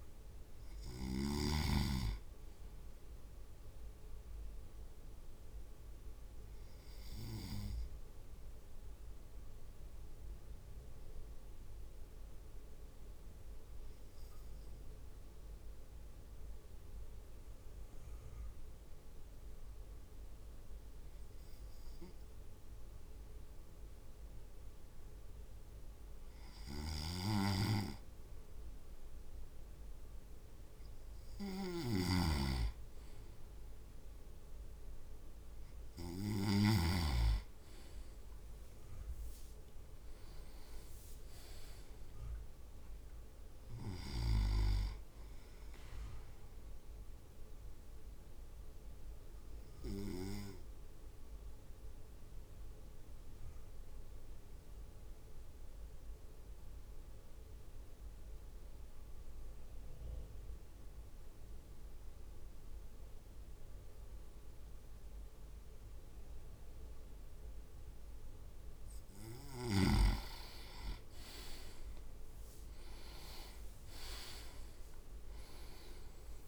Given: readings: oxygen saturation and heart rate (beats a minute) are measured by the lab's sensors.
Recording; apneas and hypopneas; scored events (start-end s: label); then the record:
breathing in sleep by a room microphone; 2
4.50-27.00 s: obstructive apnea (oxygen 99% before, 96% lowest)
26.50-36.50 s: snoring (device-marked)
36.50-41.00 s: arousal
37.50-39.00 s: leg movement (device-marked)
47.50-69.00 s: obstructive apnea (oxygen 99% before, 96% lowest)
71.50-74.50 s: leg movement (device-marked)
73.00-76.48 s: arousal
From the record:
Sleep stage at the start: N2 (light sleep); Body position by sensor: on the right side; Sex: male